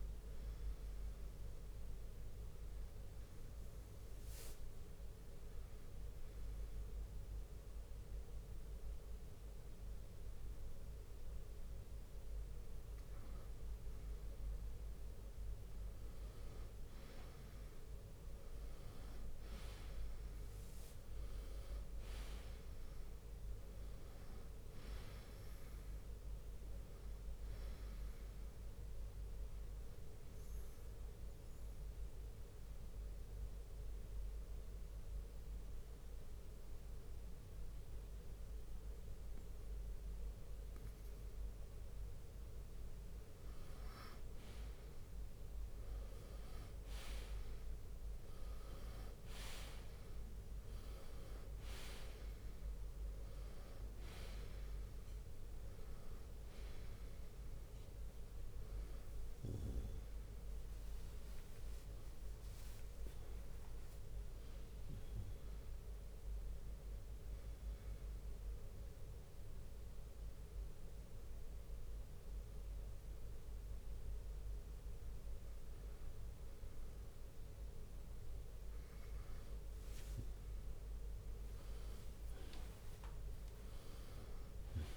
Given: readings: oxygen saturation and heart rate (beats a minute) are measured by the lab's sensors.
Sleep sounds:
breathing in sleep, hard to hear, by a room microphone; 3
0.00-7.00 s: oxygen desaturation (device-marked, oxygen 91% lowest, heart rate 55 extreme)
1.00-8.00 s: bradycardia (device-marked, heart rate 69 before, 57 extreme)
2.50-14.00 s: hypopnea (oxygen 95% before, 91% lowest, heart rate 61 before, 55 extreme, up 7 after)
9.00-16.00 s: bradycardia (device-marked, heart rate 69 before, 55 extreme)
17.00-22.00 s: bradycardia (device-marked, heart rate 69 before, 56 extreme)
17.50-22.00 s: arousal
23.00-38.00 s: oxygen desaturation (device-marked, oxygen 96% before, 91% lowest, heart rate 57 before, 50 extreme)
25.00-27.00 s: long interval between heartbeats (device-marked, heart rate 57 before, 62 extreme)
28.00-32.00 s: bradycardia (device-marked, heart rate 69 before, 58 extreme)
30.00-42.00 s: mixed apnea (oxygen 96% before, 91% lowest, heart rate 59 before, 50 extreme, up 2 after)
37.00-52.00 s: bradycardia (device-marked, heart rate 69 before, 50 extreme)
45.00-48.50 s: arousal
50.00-71.00 s: oxygen desaturation (device-marked, oxygen 96% before, 91% lowest, heart rate 57 before, 52 extreme)
52.00-54.00 s: long interval between heartbeats (device-marked, heart rate 56 before, 56 extreme)
66.00-73.00 s: bradycardia (device-marked, heart rate 69 before, 54 extreme)
67.50-78.00 s: hypopnea (oxygen 96% before, 92% lowest, heart rate 61 before, 52 extreme, up 8 after)
78.00-84.96 s: bradycardia (device-marked, heart rate 69 before, 56 extreme)
83.50-84.96 s: arousal
From the record:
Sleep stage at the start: N2 (light sleep); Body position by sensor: on the right side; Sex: male

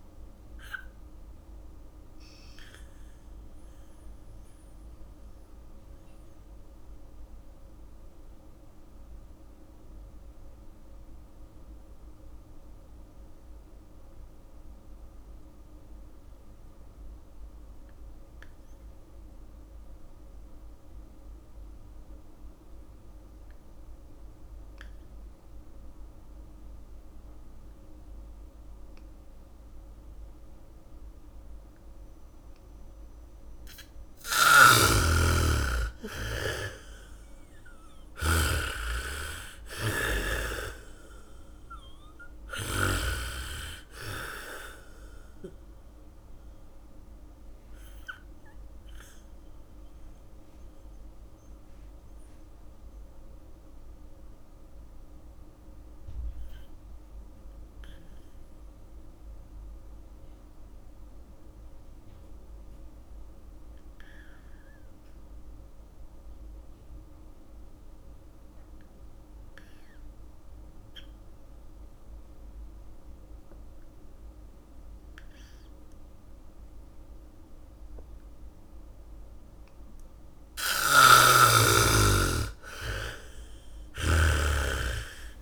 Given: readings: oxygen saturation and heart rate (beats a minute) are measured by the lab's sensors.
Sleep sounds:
breathing in sleep by a room microphone; 2
0.00-24.00 s: oxygen desaturation (device-marked, oxygen 78% lowest)
2.50-33.00 s: mixed apnea (oxygen 98% before, 77% lowest, heart rate 51 before, 37 extreme)
26.00-59.00 s: oxygen desaturation (device-marked, oxygen 98% before, 77% lowest, heart rate 71 before, 37 extreme)
30.00-41.00 s: bradycardia (device-marked, heart rate 65 before, 37 extreme)
34.50-43.50 s: snoring (device-marked)
35.50-40.00 s: arousal
47.50-80.50 s: mixed apnea (oxygen 98% before, 76% lowest, heart rate 57 before, 35 extreme, up 0 after)
70.00-85.42 s: oxygen desaturation (device-marked, oxygen 99% before, 76% lowest, heart rate 79 before, 35 extreme)
72.00-85.42 s: bradycardia (device-marked, heart rate 66 before, 47 extreme)
81.00-84.50 s: snoring (device-marked)
From the record:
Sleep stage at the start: N2 (light sleep); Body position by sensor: on the back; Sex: female

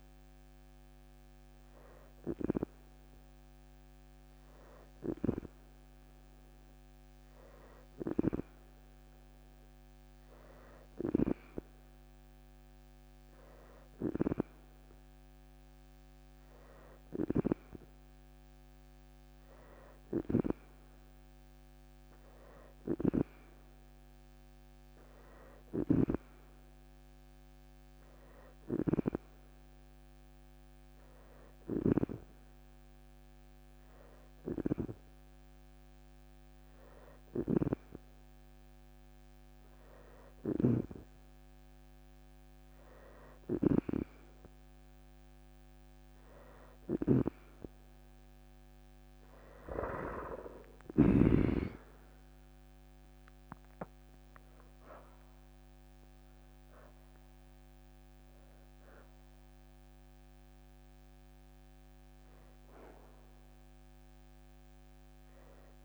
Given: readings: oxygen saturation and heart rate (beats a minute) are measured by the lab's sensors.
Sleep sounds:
breathing in sleep by a microphone on the trachea; none
16.00-26.00 s: leg movement (device-marked)
25.00-31.50 s: snoring (device-marked)
46.50-50.50 s: snoring (device-marked)
52.50-57.00 s: arousal
From the record:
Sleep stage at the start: N2 (light sleep); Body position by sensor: on the back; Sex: female

